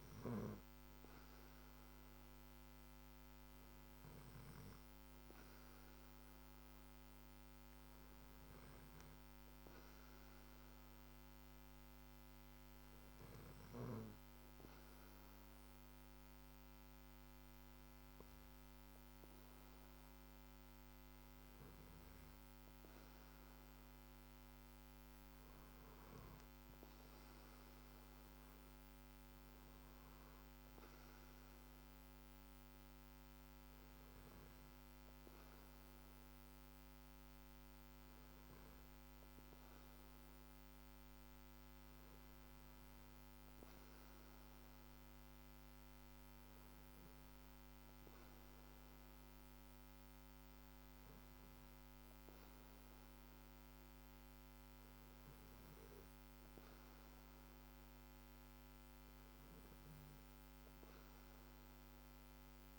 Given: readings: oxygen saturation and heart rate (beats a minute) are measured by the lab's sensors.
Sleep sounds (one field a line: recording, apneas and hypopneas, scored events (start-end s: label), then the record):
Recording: breathing in sleep, hard to hear, by a microphone on the trachea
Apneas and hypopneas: none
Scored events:
none scored
From the record:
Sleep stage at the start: N2 (light sleep)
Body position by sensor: on the back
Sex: male